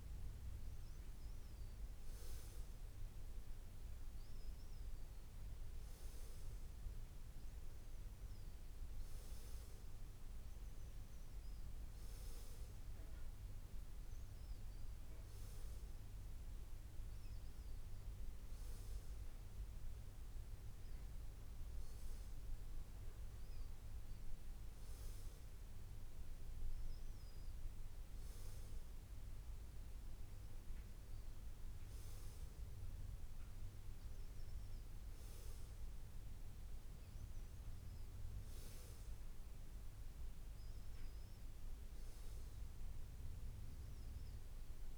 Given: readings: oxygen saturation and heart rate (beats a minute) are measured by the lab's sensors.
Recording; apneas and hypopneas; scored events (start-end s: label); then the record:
breathing in sleep, hard to hear, by a room microphone; none
none scored
From the record:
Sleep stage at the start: N2 (light sleep); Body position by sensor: on the back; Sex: male